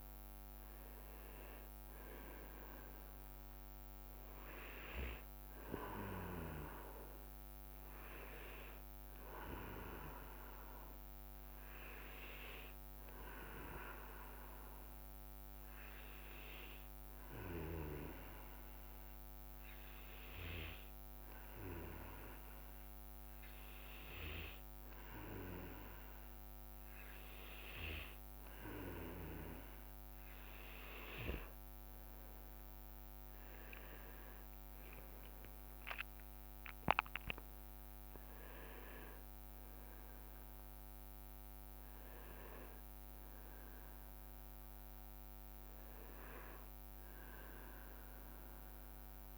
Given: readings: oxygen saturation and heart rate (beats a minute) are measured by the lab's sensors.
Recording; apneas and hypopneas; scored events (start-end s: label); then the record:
breathing in sleep by a microphone on the trachea; 1
0.00-3.50 s: arousal
12.50-29.50 s: hypopnea (oxygen 98% before, 94% lowest, heart rate 64 before, 59 extreme, up 17 after)
32.50-36.50 s: arousal
From the record:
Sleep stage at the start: N2 (light sleep); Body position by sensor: on the back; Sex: male